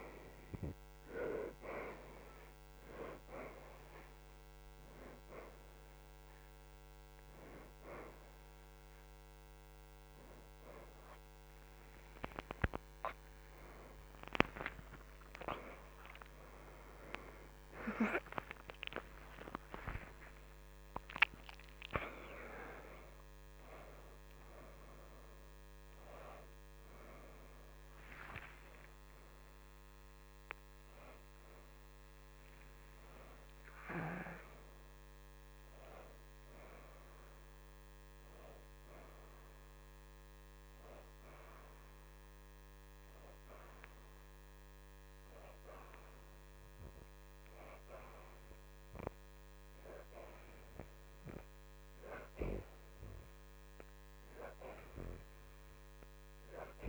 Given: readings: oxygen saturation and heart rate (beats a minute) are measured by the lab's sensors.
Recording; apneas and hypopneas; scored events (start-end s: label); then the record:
a person awake in a sleep study, by a microphone on the trachea; none
0.00-9.00 s: oxygen desaturation (device-marked, oxygen 58% lowest, heart rate 81 extreme)
10.00-40.00 s: new sleep stage, awake
40.00-56.89 s: new sleep stage, N1 (lightest sleep)
From the record:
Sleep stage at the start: N2 (light sleep); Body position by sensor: on the back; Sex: female